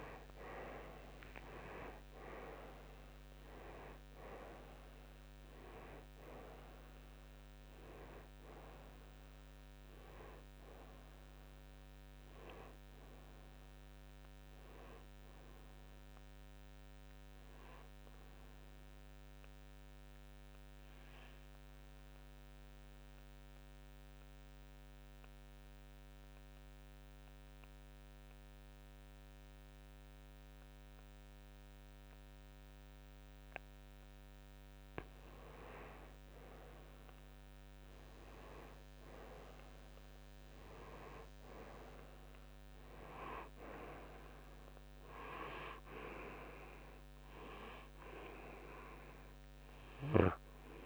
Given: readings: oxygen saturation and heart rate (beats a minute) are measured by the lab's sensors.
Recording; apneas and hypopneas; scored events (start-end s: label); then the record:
breathing in sleep by a microphone on the trachea; 1
0.00-12.00 s: oxygen desaturation (device-marked, oxygen 93% lowest, heart rate 58 extreme)
18.00-33.00 s: oxygen desaturation (device-marked, oxygen 94% before, 89% lowest, heart rate 71 before, 58 extreme)
18.00-34.50 s: mixed apnea (oxygen 97% before, 89% lowest, heart rate 71 before, 58 extreme, up 7 after)
36.50-40.50 s: arousal
49.00-50.86 s: oxygen desaturation (device-marked, oxygen 97% before, 91% lowest, heart rate 65 before, 58 extreme)
From the record:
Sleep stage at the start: N2 (light sleep); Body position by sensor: on the right side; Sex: male